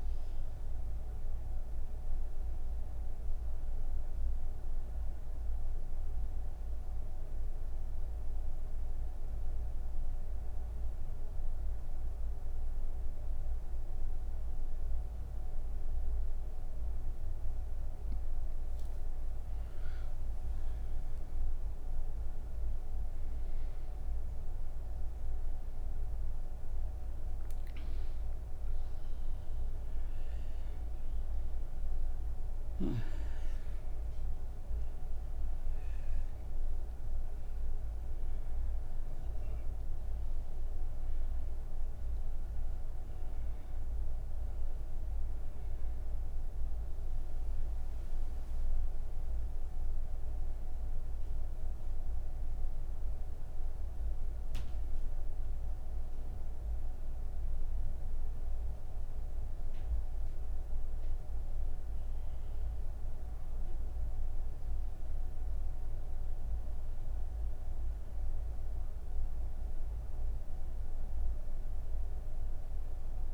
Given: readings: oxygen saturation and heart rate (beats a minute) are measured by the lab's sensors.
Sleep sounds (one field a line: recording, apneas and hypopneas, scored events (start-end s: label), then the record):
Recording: breathing in sleep, hard to hear, by a room microphone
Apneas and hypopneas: none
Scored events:
31.00-46.00 s: oxygen desaturation (device-marked, oxygen 97% before, 94% lowest)
57.00-73.34 s: oxygen desaturation (device-marked, oxygen 95% before, 89% lowest)
From the record:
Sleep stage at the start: N2 (light sleep)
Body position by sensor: on the right side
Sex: female